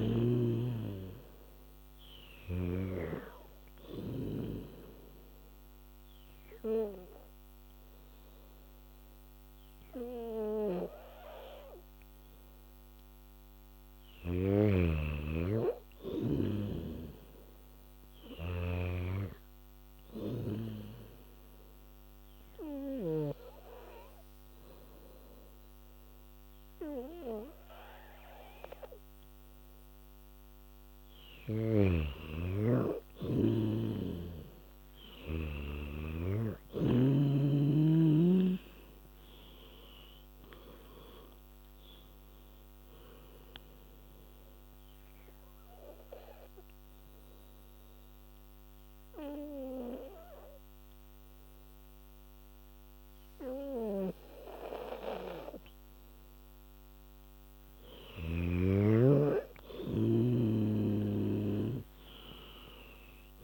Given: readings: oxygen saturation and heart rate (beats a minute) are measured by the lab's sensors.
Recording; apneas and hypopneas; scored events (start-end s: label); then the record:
breathing in sleep by a microphone on the trachea; 3
0.00-8.50 s: oxygen desaturation (device-marked, oxygen 88% lowest, heart rate 75 extreme)
4.50-15.00 s: obstructive apnea (oxygen 98% before, 88% lowest, heart rate 77 before, 75 extreme, up 4 after)
16.50-19.00 s: arousal
18.50-29.50 s: oxygen desaturation (device-marked, oxygen 97% before, 92% lowest, heart rate 78 before, 74 extreme)
21.00-31.00 s: obstructive apnea (oxygen 97% before, 89% lowest, heart rate 78 before, 73 extreme, up 5 after)
31.50-35.50 s: snoring (device-marked)
38.50-42.50 s: arousal
38.50-54.50 s: oxygen desaturation (device-marked, oxygen 96% before, 89% lowest, heart rate 78 before, 65 extreme)
45.00-56.50 s: obstructive apnea (oxygen 97% before, 90% lowest, heart rate 80 before, 65 extreme, up 9 after)
59.50-63.43 s: oxygen desaturation (device-marked, oxygen 98% before, 90% lowest, heart rate 81 before, 65 extreme)
From the record:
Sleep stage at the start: N2 (light sleep); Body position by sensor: on the back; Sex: female